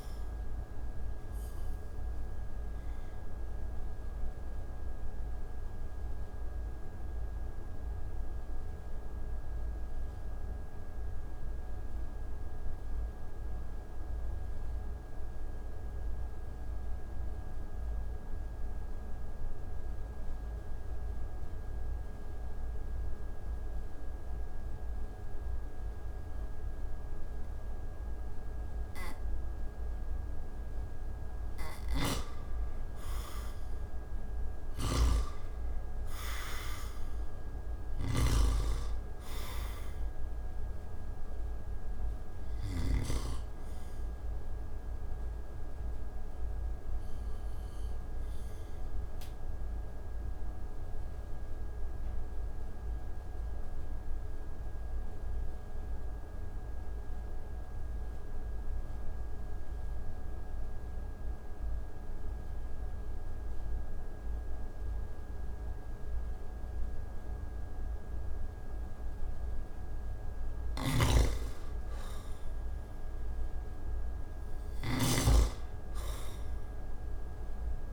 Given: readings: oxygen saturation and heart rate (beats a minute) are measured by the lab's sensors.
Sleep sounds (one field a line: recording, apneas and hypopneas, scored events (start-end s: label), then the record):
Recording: breathing in sleep by a room microphone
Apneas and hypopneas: 2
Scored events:
0.00-1.00 s: arousal
0.00-24.50 s: oxygen desaturation (device-marked, oxygen 82% lowest)
4.50-30.50 s: obstructive apnea (oxygen 98% before, 82% lowest)
31.00-42.50 s: snoring (device-marked)
33.00-36.00 s: arousal
36.50-60.50 s: oxygen desaturation (device-marked, oxygen 98% before, 83% lowest)
46.00-69.50 s: mixed apnea (oxygen 98% before, 83% lowest)
70.00-74.50 s: snoring (device-marked)
71.00-74.50 s: arousal
73.50-77.93 s: oxygen desaturation (device-marked, oxygen 98% before, 86% lowest)
From the record:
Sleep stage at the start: N2 (light sleep)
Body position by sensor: on the back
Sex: male